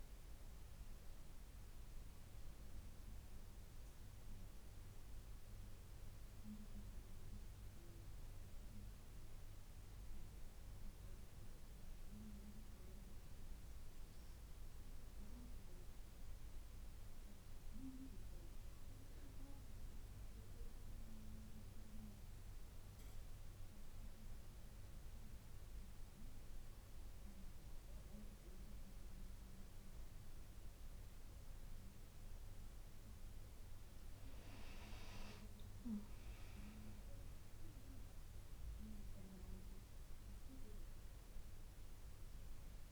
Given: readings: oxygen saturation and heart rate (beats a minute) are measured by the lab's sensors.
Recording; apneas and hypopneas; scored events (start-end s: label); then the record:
breathing in sleep by a room microphone; none
36.00-41.00 s: arousal
From the record:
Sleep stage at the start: N2 (light sleep); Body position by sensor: on the back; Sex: female